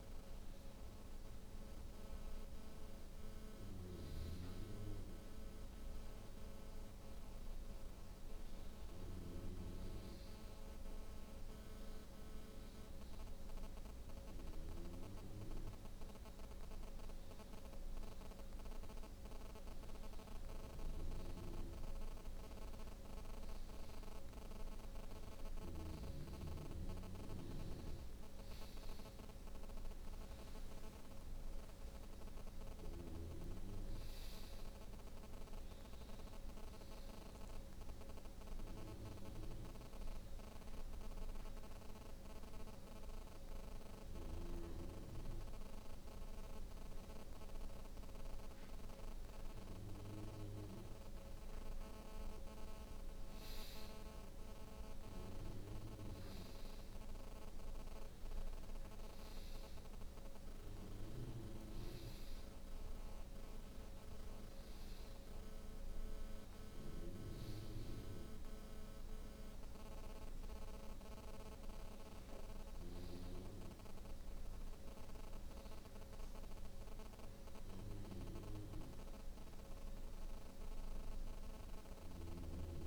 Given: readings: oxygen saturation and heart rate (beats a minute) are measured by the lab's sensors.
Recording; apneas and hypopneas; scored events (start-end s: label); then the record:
breathing in sleep, hard to hear, by a room microphone; none
none scored
From the record:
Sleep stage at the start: N2 (light sleep); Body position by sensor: on the back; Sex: female